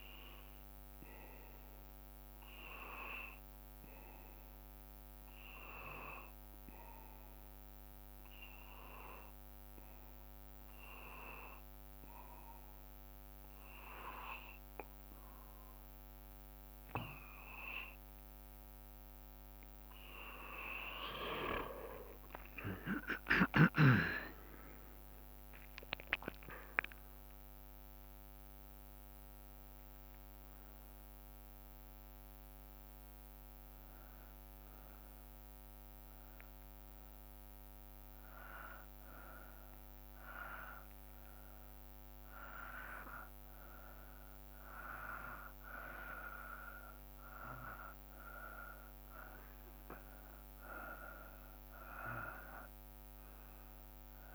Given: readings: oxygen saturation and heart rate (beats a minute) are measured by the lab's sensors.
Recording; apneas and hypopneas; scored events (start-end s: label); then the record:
breathing in sleep by a microphone on the trachea; 2
4.00-16.50 s: hypopnea (oxygen 95% before, 93% lowest, heart rate 59 before, 56 extreme, up 3 after)
23.00-27.00 s: arousal
23.50-33.50 s: drop in pulse transit time (device-marked, heart rate 58 before, 59 extreme)
36.50-48.00 s: hypopnea (oxygen 95% before, 92% lowest, heart rate 59 before, 57 extreme, up 5 after)
49.50-53.50 s: arousal
From the record:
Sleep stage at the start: N2 (light sleep); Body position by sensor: on the back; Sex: male